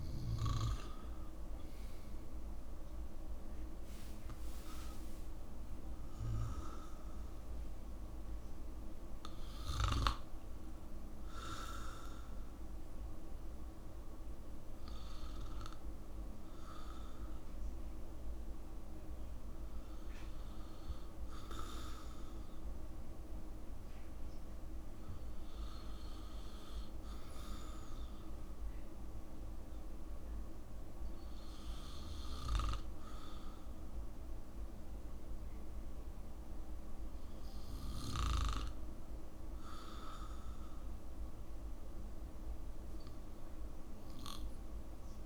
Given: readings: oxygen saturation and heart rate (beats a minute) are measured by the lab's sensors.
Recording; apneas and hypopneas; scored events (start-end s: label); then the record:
breathing in sleep by a room microphone; none
3.50-8.00 s: arousal
41.50-44.50 s: arousal
From the record:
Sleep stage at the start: REM sleep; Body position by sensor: on the back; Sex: male